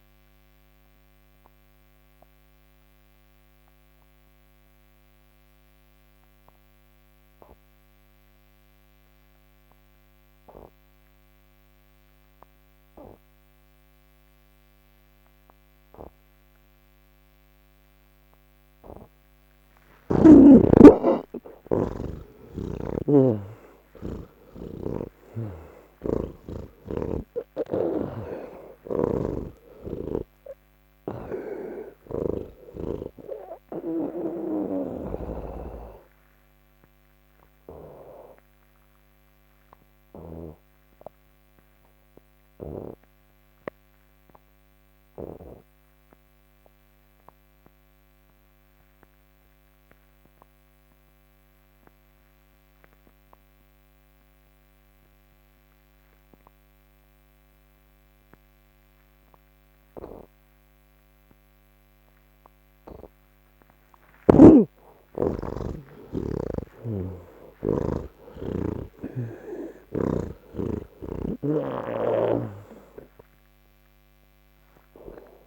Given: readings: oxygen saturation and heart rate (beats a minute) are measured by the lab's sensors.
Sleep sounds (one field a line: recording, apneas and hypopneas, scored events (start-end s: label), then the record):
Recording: breathing in sleep by a microphone on the trachea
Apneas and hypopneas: none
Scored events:
0.00-5.00 s: oxygen desaturation (device-marked, oxygen 80% lowest, heart rate 72 extreme)
12.00-49.00 s: oxygen desaturation (device-marked, oxygen 98% before, 80% lowest, heart rate 74 before, 35 extreme)
24.50-35.00 s: snoring (device-marked)
26.00-75.47 s: new sleep stage, N2 (light sleep)
61.00-75.47 s: oxygen desaturation (device-marked, oxygen 98% before, 82% lowest, heart rate 72 before, 65 extreme)
From the record:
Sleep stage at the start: N1 (lightest sleep)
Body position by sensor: on the back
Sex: male